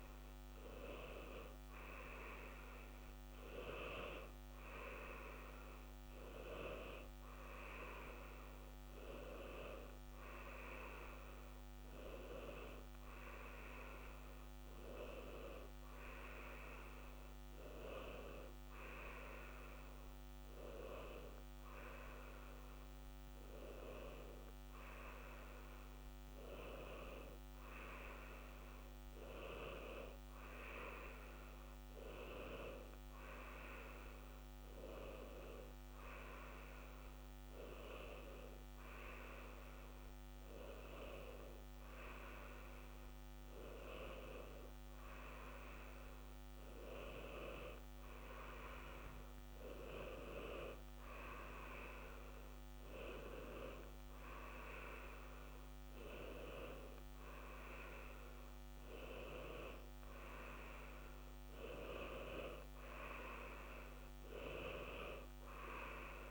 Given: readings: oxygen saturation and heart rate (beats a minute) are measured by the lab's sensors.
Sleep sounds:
breathing in sleep by a microphone on the trachea; none
none scored
From the record:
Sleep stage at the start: N2 (light sleep); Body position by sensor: on the left side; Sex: male

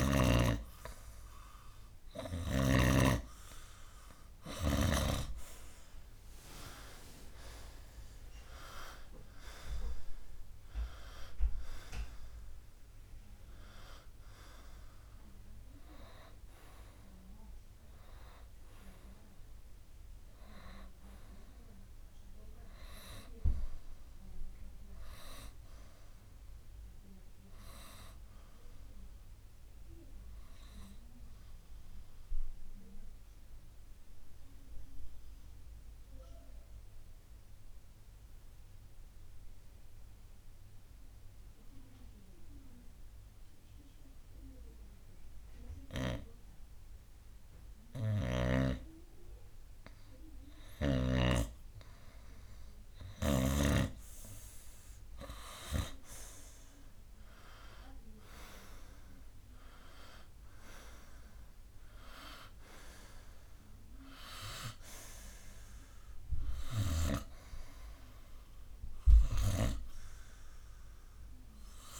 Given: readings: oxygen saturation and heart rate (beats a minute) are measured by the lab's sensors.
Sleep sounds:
breathing in sleep by a room microphone; 1
11.00-22.00 s: oxygen desaturation (device-marked, oxygen 96% before, 92% lowest, heart rate 64 before, 56 extreme)
31.00-50.50 s: obstructive apnea (oxygen 96% before, 91% lowest, heart rate 65 before, 56 extreme, up 9 after)
57.50-62.00 s: arousal
67.00-72.00 s: snoring (device-marked)
From the record:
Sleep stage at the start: N2 (light sleep); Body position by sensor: on the right side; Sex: male

